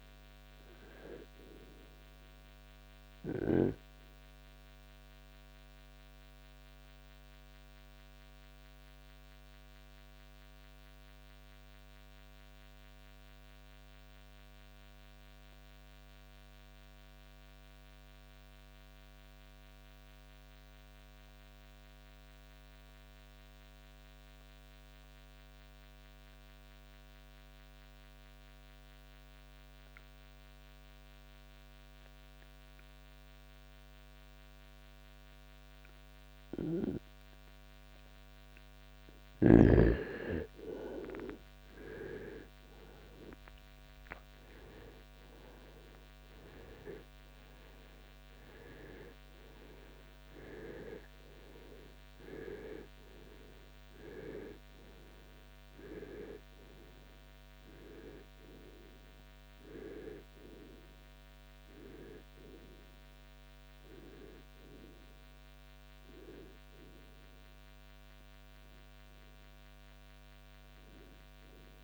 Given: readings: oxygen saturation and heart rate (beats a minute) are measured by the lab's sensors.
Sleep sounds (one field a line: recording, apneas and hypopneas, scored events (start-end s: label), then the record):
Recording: breathing in sleep by a microphone on the trachea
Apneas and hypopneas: 1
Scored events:
0.00-24.00 s: oxygen desaturation (device-marked, oxygen 84% lowest, heart rate 49 extreme)
4.00-38.50 s: mixed apnea (oxygen 94% before, 82% lowest, heart rate 70 before, 49 extreme, up 4 after)
40.00-45.00 s: arousal
From the record:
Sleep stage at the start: REM sleep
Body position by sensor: on the right side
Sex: male